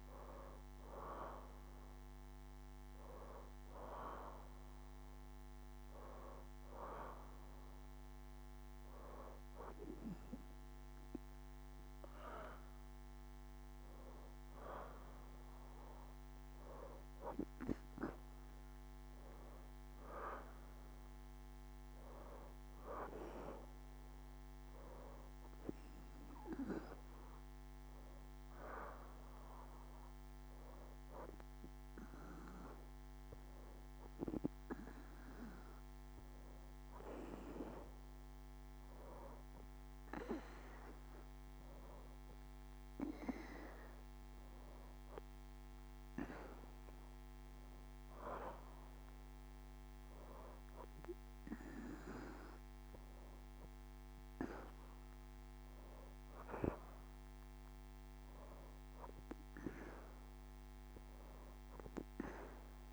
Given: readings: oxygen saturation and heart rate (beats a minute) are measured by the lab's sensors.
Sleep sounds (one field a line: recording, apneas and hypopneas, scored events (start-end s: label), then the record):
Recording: breathing in sleep by a microphone on the trachea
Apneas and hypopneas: none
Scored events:
13.50-62.93 s: new sleep stage, N2 (light sleep)
From the record:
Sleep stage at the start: N1 (lightest sleep)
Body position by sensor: on the back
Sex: female